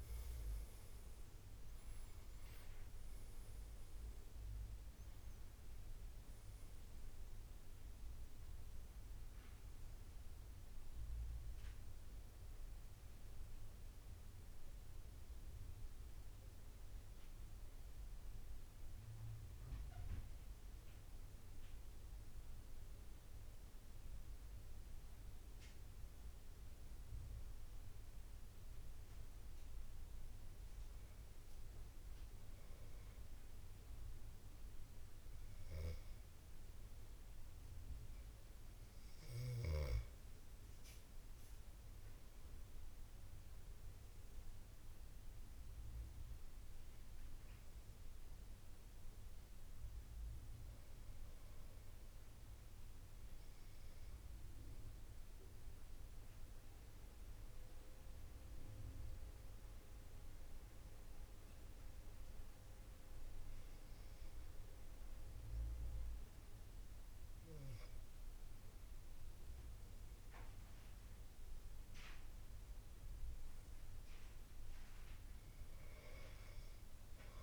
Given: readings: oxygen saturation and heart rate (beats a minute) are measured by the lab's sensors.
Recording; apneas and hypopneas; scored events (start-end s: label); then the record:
breathing in sleep, hard to hear, by a room microphone; 2
0.00-22.50 s: oxygen desaturation (device-marked, oxygen 86% lowest, heart rate 64 extreme)
24.50-39.00 s: hypopnea (oxygen 97% before, 90% lowest, heart rate 76 before, 73 extreme, up 9 after)
35.50-64.50 s: oxygen desaturation (device-marked, oxygen 97% before, 91% lowest, heart rate 72 before, 75 extreme)
42.50-46.00 s: arousal
54.50-66.50 s: obstructive apnea (oxygen 97% before, 88% lowest, heart rate 81 before, 76 extreme, up 9 after)
69.00-72.50 s: arousal
From the record:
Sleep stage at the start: N2 (light sleep); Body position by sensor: on the back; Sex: male